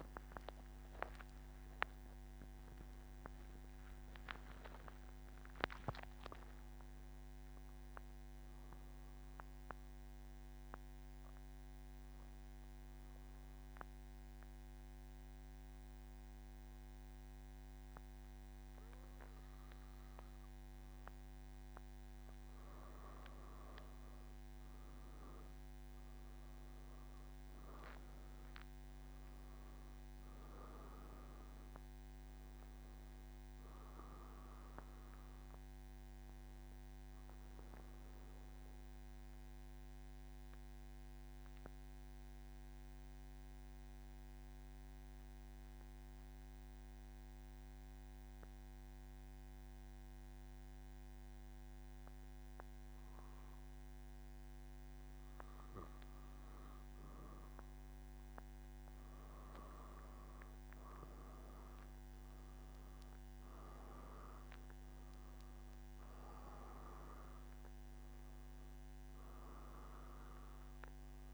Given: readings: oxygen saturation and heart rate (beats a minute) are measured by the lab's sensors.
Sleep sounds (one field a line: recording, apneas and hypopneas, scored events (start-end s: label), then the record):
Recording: breathing in sleep, hard to hear, by a microphone on the trachea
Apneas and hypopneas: 2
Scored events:
10.00-22.50 s: obstructive apnea (oxygen 96% before, 91% lowest, heart rate 138 before, 117 extreme, up 12 after)
18.50-71.34 s: new sleep stage, N2 (light sleep)
36.50-57.50 s: oxygen desaturation (device-marked, oxygen 95% before, 91% lowest, heart rate 124 before, 116 extreme)
39.00-56.00 s: mixed apnea (oxygen 95% before, 91% lowest, heart rate 124 before, 116 extreme)
From the record:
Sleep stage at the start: N1 (lightest sleep)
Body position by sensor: on the back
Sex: male